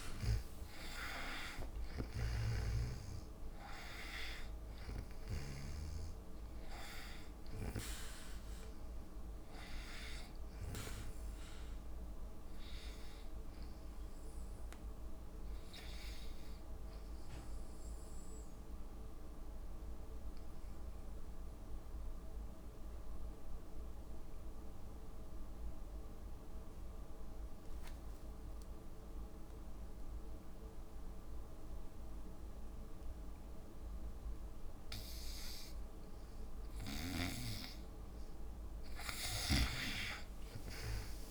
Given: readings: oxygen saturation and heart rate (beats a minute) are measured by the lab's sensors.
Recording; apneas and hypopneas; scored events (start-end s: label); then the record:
breathing in sleep by a room microphone; 1
0.00-19.00 s: oxygen desaturation (device-marked, oxygen 84% lowest, heart rate 54 extreme)
2.00-5.50 s: snoring (device-marked)
16.50-37.00 s: obstructive apnea (oxygen 97% before, 83% lowest, heart rate 66 before, 55 extreme, up 9 after)
33.00-41.31 s: oxygen desaturation (device-marked, oxygen 97% before, 83% lowest, heart rate 57 before, 55 extreme)
39.50-41.31 s: snoring (device-marked)
40.00-41.31 s: arousal
From the record:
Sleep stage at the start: N2 (light sleep); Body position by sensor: on the back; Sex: female